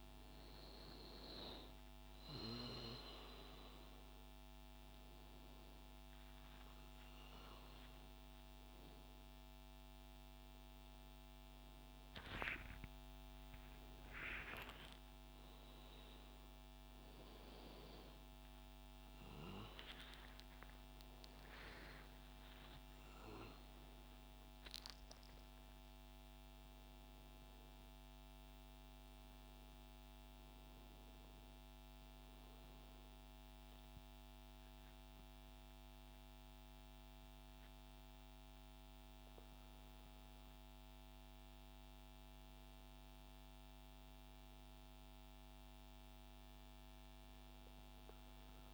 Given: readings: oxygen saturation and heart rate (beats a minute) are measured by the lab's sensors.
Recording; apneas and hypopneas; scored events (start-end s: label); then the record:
a person awake in a sleep study, by a microphone on the trachea; none
none scored
From the record:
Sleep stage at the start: awake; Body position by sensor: on the right side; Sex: male